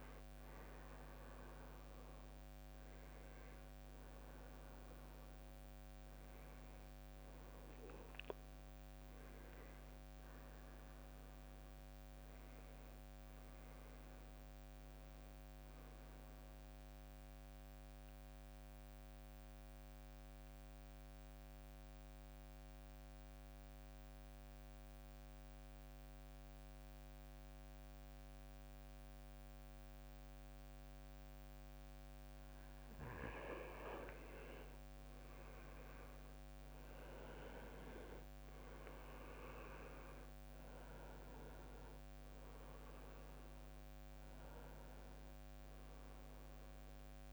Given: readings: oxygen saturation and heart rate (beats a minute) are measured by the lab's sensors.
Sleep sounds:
breathing in sleep by a microphone on the trachea; 1
0.00-1.00 s: arousal
0.00-11.00 s: drop in pulse transit time (device-marked, heart rate 60 before, 62 extreme)
3.00-21.00 s: oxygen desaturation (device-marked, oxygen 96% before, 90% lowest, heart rate 63 before, 56 extreme)
17.00-32.50 s: central apnea (oxygen 96% before, 92% lowest, heart rate 69 before, 56 extreme, up 12 after)
35.50-39.50 s: arousal
37.00-47.33 s: oxygen desaturation (device-marked, oxygen 99% before, 93% lowest, heart rate 59 before, 57 extreme)
From the record:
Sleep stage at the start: N2 (light sleep); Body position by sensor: on the back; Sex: male

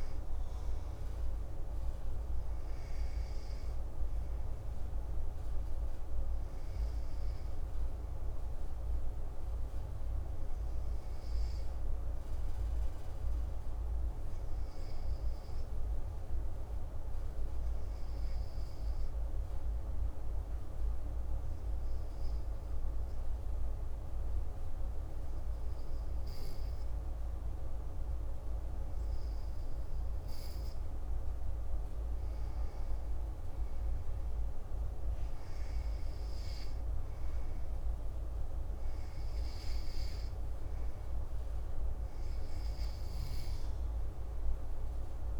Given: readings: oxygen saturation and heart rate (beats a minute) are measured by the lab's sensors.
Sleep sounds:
breathing in sleep, hard to hear, by a room microphone; 1
9.00-30.00 s: obstructive apnea (oxygen 97% before, 95% lowest)
33.00-36.50 s: arousal
From the record:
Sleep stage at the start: N2 (light sleep); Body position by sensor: on the back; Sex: male

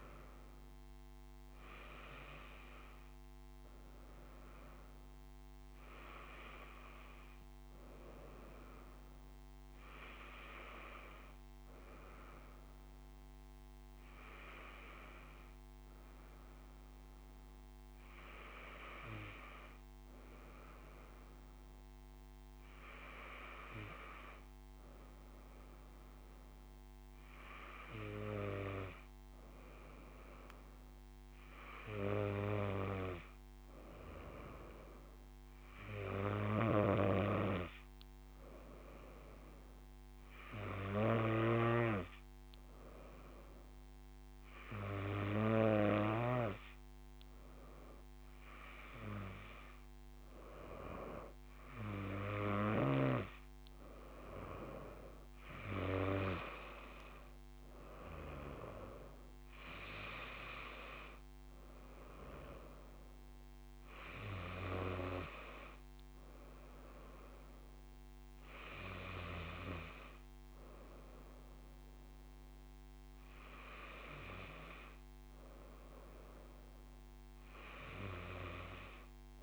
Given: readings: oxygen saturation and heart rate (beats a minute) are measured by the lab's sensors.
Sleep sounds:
breathing in sleep by a microphone on the trachea; none
none scored
From the record:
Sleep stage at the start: N2 (light sleep); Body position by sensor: on the front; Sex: female

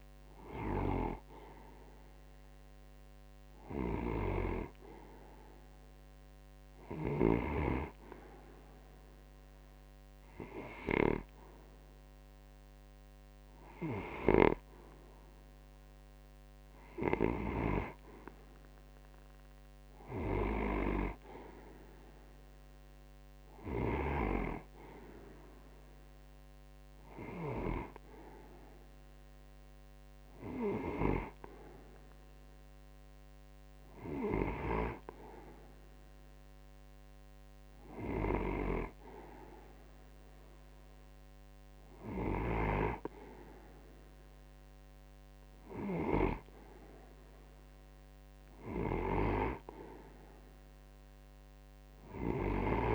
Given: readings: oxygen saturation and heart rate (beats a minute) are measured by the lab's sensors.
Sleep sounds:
breathing in sleep by a microphone on the trachea; none
3.00-7.00 s: snoring (device-marked)
13.50-17.00 s: snoring (device-marked)
25.00-36.00 s: oxygen desaturation (device-marked, oxygen 92% before, 89% lowest)
51.50-52.94 s: snoring (device-marked)
From the record:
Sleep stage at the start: N2 (light sleep); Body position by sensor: on the right side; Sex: male

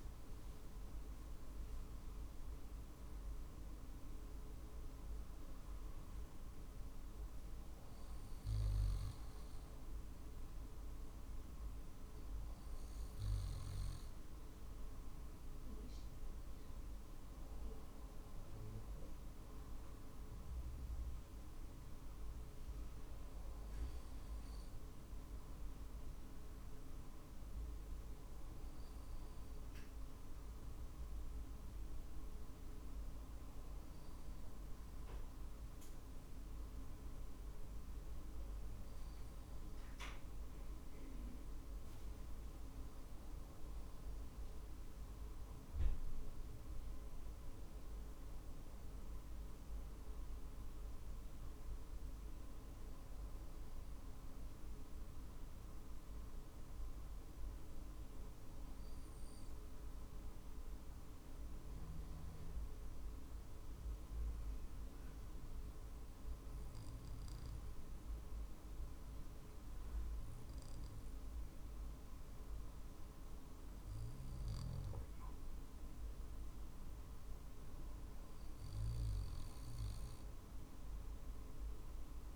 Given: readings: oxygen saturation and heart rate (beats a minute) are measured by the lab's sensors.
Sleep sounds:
breathing in sleep, hard to hear, by a room microphone; 1
0.00-2.00 s: arousal
38.50-49.50 s: oxygen desaturation (device-marked, oxygen 95% before, 92% lowest, heart rate 48 before, 46 extreme)
46.50-60.50 s: drop in pulse transit time (device-marked, heart rate 48 before, 47 extreme)
50.50-55.00 s: arousal
58.00-78.00 s: obstructive apnea (oxygen 95% before, 93% lowest, heart rate 49 before, 46 extreme, up 1 after)
76.50-82.36 s: drop in pulse transit time (device-marked, heart rate 48 before, 47 extreme)
80.00-82.36 s: arousal
From the record:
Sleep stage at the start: N2 (light sleep); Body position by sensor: on the back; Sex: male

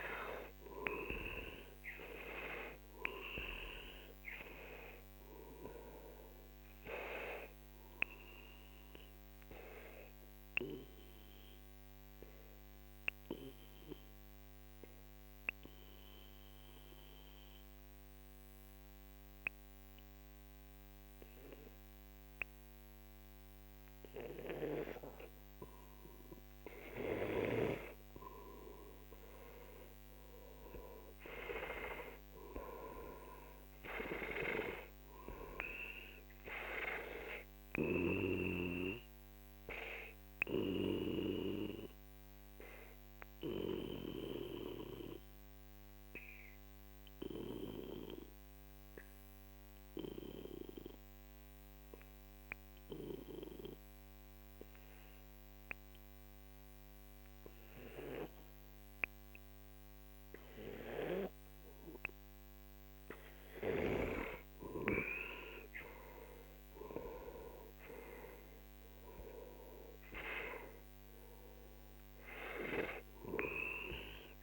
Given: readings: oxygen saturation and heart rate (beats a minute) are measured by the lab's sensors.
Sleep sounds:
breathing in sleep by a microphone on the trachea; 2
0.00-19.00 s: oxygen desaturation (device-marked, oxygen 92% lowest, heart rate 43 extreme)
8.00-26.50 s: obstructive apnea (oxygen 98% before, 92% lowest, heart rate 64 before, 42 extreme, up 18 after)
28.00-32.50 s: arousal
33.00-52.00 s: oxygen desaturation (device-marked, oxygen 98% before, 92% lowest, heart rate 50 before, 42 extreme)
42.50-64.00 s: obstructive apnea (oxygen 98% before, 92% lowest, heart rate 55 before, 44 extreme, up 16 after)
65.50-70.00 s: arousal
68.00-74.42 s: oxygen desaturation (device-marked, oxygen 96% before, 92% lowest, heart rate 48 before, 44 extreme)
From the record:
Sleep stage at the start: N2 (light sleep); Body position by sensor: on the back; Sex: male

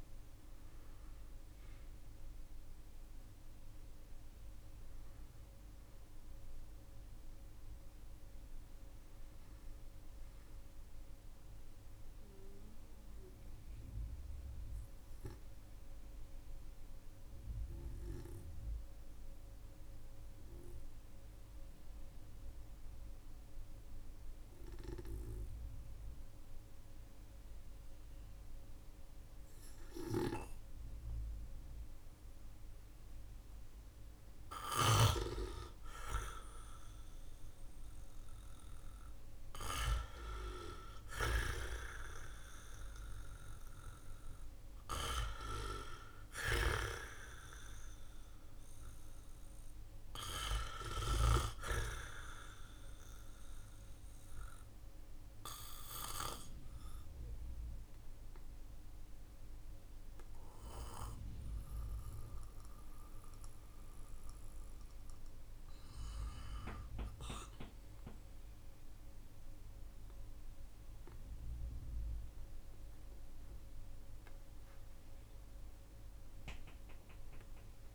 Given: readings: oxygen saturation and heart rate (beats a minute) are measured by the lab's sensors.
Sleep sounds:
breathing in sleep by a room microphone; 2
12.50-33.50 s: obstructive apnea (oxygen 97% before, 91% lowest, heart rate 55 before, 45 extreme, up 4 after)
27.50-77.95 s: new sleep stage, N2 (light sleep)
38.50-42.50 s: arousal
40.00-50.50 s: snoring (device-marked)
44.50-69.50 s: oxygen desaturation (device-marked, oxygen 95% before, 91% lowest, heart rate 51 before, 43 extreme)
52.00-65.50 s: obstructive apnea (oxygen 96% before, 91% lowest, heart rate 49 before, 43 extreme, up 10 after)
70.50-74.50 s: arousal
From the record:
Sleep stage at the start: N1 (lightest sleep); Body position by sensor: on the back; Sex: male

